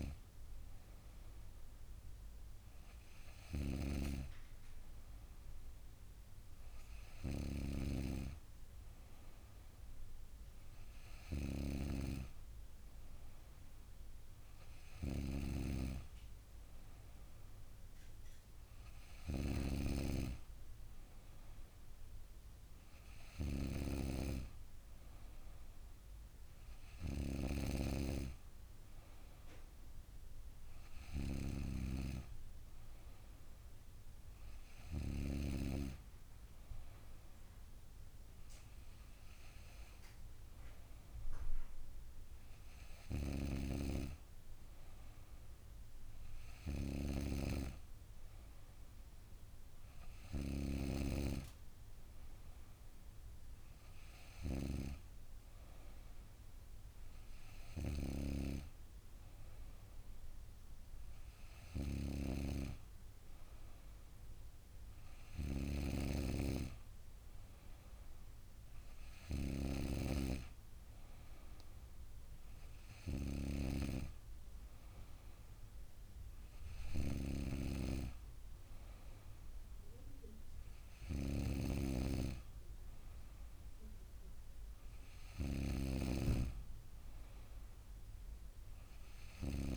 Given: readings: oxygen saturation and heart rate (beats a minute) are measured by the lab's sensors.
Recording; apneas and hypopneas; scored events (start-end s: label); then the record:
breathing in sleep by a room microphone; none
none scored
From the record:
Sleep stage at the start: N2 (light sleep); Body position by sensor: on the back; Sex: female